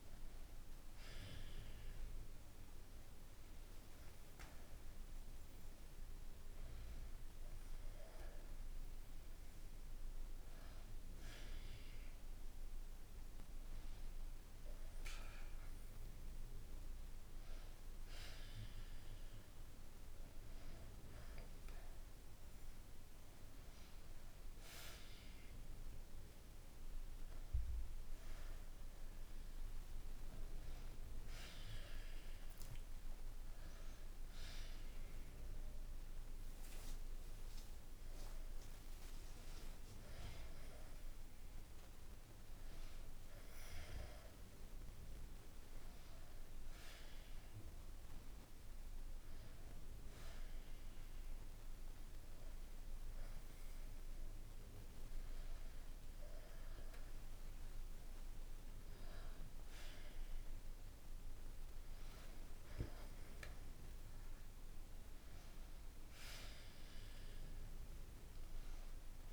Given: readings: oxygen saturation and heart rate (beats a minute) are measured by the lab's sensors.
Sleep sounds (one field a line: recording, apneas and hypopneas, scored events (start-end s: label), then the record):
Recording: breathing in sleep by a room microphone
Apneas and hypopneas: none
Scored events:
33.00-37.50 s: arousal
From the record:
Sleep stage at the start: N1 (lightest sleep)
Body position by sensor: on the back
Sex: male